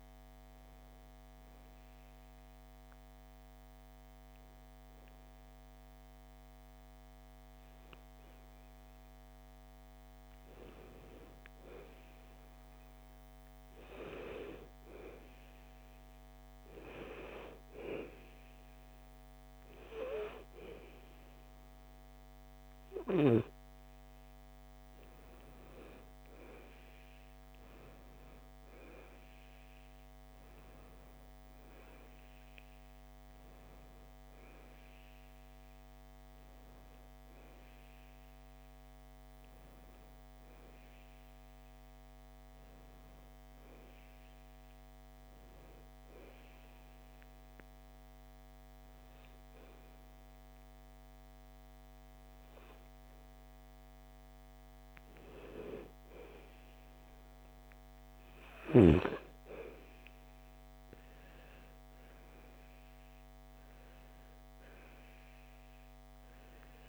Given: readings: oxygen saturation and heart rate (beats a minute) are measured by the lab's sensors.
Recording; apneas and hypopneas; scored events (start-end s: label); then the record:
breathing in sleep by a microphone on the trachea; 1
21.00-31.00 s: oxygen desaturation (device-marked, oxygen 97% before, 92% lowest, heart rate 58 before, 56 extreme)
39.50-43.50 s: arousal
46.00-56.00 s: hypopnea (oxygen 96% before, 92% lowest, heart rate 61 before, 56 extreme, up 3 after)
58.00-63.00 s: arousal
From the record:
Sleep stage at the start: N2 (light sleep); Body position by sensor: on the back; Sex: female